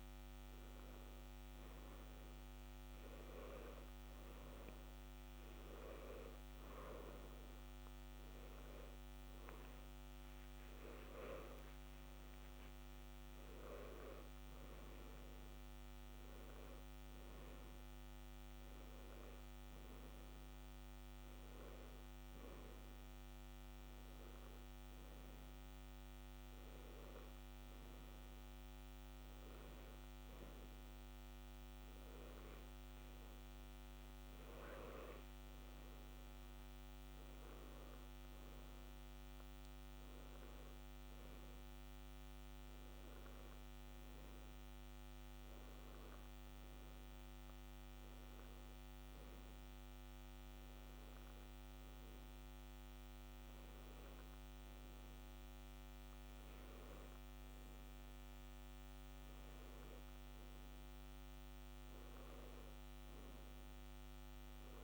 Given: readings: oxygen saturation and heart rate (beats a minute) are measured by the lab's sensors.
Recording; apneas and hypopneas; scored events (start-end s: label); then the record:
breathing in sleep, hard to hear, by a microphone on the trachea; none
13.00-18.50 s: arousal
From the record:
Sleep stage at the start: N2 (light sleep); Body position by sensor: on the left side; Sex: male